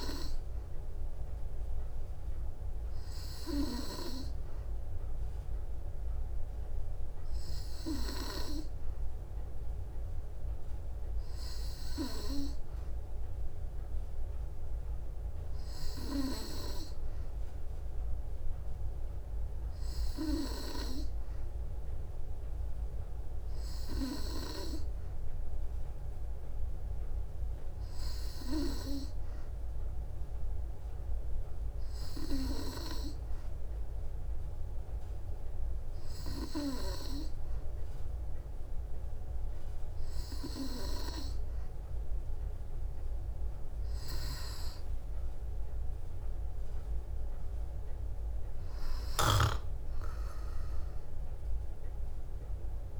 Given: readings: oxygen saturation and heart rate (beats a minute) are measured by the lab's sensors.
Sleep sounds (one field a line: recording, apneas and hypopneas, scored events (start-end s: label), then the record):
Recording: breathing in sleep by a room microphone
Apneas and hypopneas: none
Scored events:
45.00-50.00 s: arousal
From the record:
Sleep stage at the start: N2 (light sleep)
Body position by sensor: on the back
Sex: female